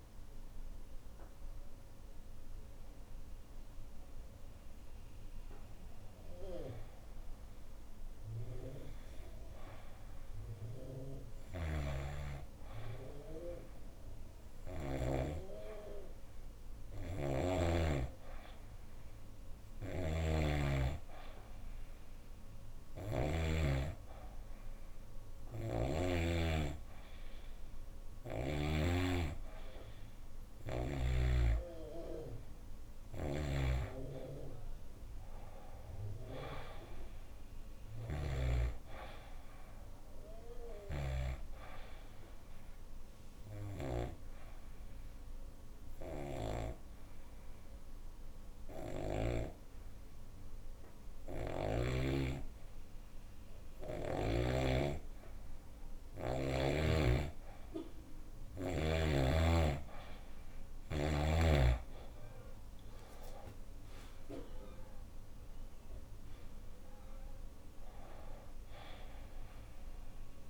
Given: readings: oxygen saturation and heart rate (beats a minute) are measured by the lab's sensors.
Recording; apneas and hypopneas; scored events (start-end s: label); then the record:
breathing in sleep by a room microphone; 1
0.00-7.00 s: oxygen desaturation (device-marked, oxygen 88% lowest, heart rate 72 extreme)
11.00-15.00 s: snoring (device-marked)
19.50-23.00 s: snoring (device-marked)
25.00-28.50 s: snoring (device-marked)
25.00-52.00 s: oxygen desaturation (device-marked, oxygen 98% before, 93% lowest, heart rate 184 before, 77 extreme)
33.00-41.00 s: snoring (device-marked)
34.50-39.00 s: arousal
43.00-53.00 s: obstructive apnea (oxygen 98% before, 91% lowest, heart rate 150 before, 77 extreme)
57.50-61.00 s: arousal
59.00-70.50 s: oxygen desaturation (device-marked, oxygen 96% before, 91% lowest, heart rate 116 before, 65 extreme)
From the record:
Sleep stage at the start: N2 (light sleep); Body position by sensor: on the back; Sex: female